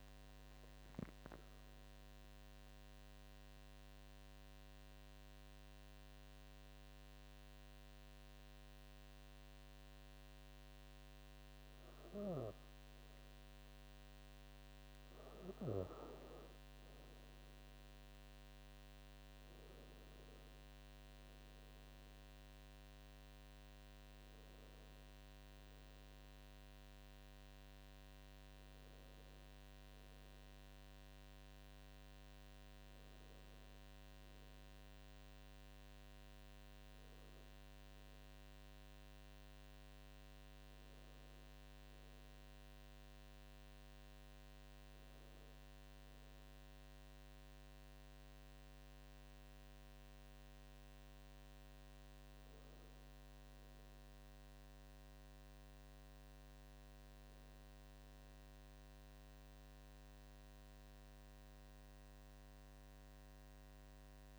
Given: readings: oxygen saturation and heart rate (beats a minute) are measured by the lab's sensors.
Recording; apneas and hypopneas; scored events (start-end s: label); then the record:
breathing in sleep, hard to hear, by a microphone on the trachea; 1
2.00-12.00 s: central apnea (oxygen 96% before, 94% lowest, heart rate 77 before, 68 extreme, up 3 after)
15.50-19.50 s: arousal
21.50-38.50 s: oxygen desaturation (device-marked, oxygen 98% before, 94% lowest, heart rate 71 before, 68 extreme)
54.00-58.00 s: arousal
From the record:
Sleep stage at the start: N2 (light sleep); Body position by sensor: on the back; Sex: female